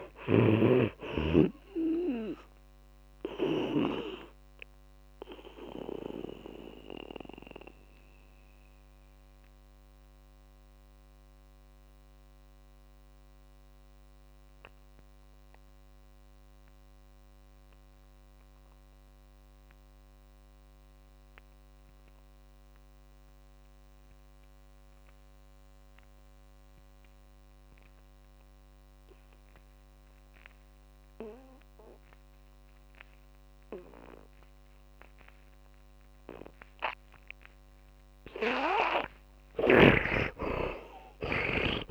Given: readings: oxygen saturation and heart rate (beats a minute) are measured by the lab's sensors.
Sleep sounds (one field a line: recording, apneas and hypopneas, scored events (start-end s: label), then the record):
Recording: breathing in sleep by a microphone on the trachea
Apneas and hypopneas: 1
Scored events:
0.00-1.00 s: snoring (device-marked)
0.00-19.00 s: oxygen desaturation (device-marked, oxygen 76% lowest)
7.00-37.00 s: mixed apnea (oxygen 100% before, 75% lowest)
26.00-41.90 s: oxygen desaturation (device-marked, oxygen 100% before, 75% lowest)
40.00-41.90 s: arousal
From the record:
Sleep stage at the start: N2 (light sleep)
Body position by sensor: on the back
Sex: male